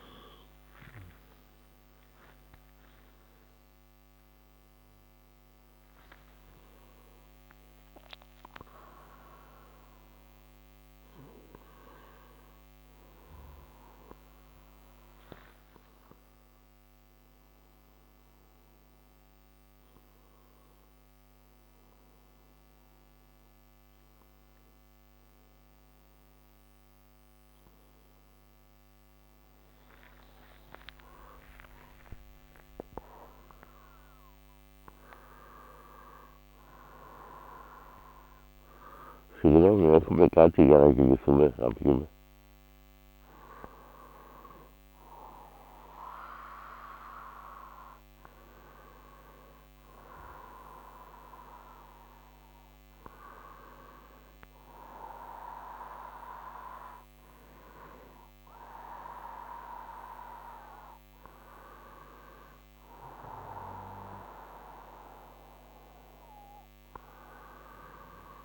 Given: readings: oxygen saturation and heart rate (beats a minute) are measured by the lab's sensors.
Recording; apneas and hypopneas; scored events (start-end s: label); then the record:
a person partly awake in a sleep study, by a microphone on the trachea; none
0.00-12.00 s: oxygen desaturation (device-marked, oxygen 91% lowest, heart rate 60 extreme)
4.00-34.00 s: new sleep stage, awake
34.00-68.45 s: new sleep stage, N1 (lightest sleep)
From the record:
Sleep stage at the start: N2 (light sleep); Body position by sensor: on the right side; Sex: male